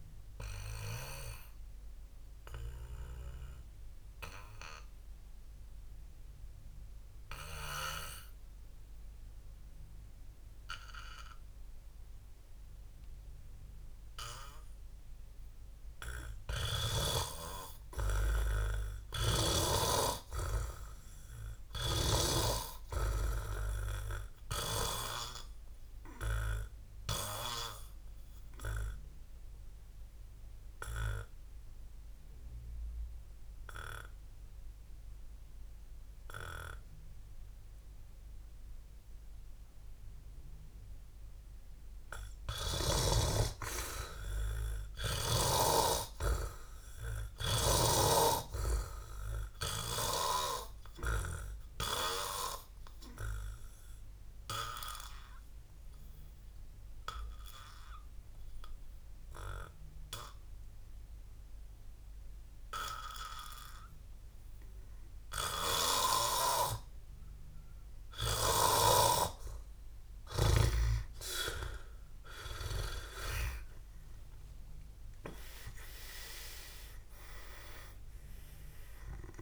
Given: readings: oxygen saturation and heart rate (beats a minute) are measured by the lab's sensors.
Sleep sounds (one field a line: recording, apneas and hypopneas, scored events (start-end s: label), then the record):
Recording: breathing in sleep by a room microphone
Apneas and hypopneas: 3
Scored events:
0.00-12.00 s: oxygen desaturation (device-marked, oxygen 88% lowest, heart rate 59 extreme)
1.00-14.50 s: obstructive apnea (oxygen 100% before, 87% lowest, heart rate 67 before, 59 extreme, up 1 after)
17.50-21.00 s: arousal
22.00-46.00 s: oxygen desaturation (device-marked, oxygen 100% before, 88% lowest, heart rate 61 before, 61 extreme)
25.50-40.50 s: obstructive apnea (oxygen 100% before, 87% lowest, heart rate 61 before, 61 extreme, up 1 after)
45.50-49.00 s: arousal
53.00-70.00 s: obstructive apnea (oxygen 97% before, 87% lowest, heart rate 64 before, 60 extreme, up 29 after)
64.00-77.00 s: oxygen desaturation (device-marked, oxygen 95% before, 87% lowest, heart rate 68 before, 58 extreme)
73.50-77.00 s: arousal
From the record:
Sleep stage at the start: N2 (light sleep)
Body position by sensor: on the back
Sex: male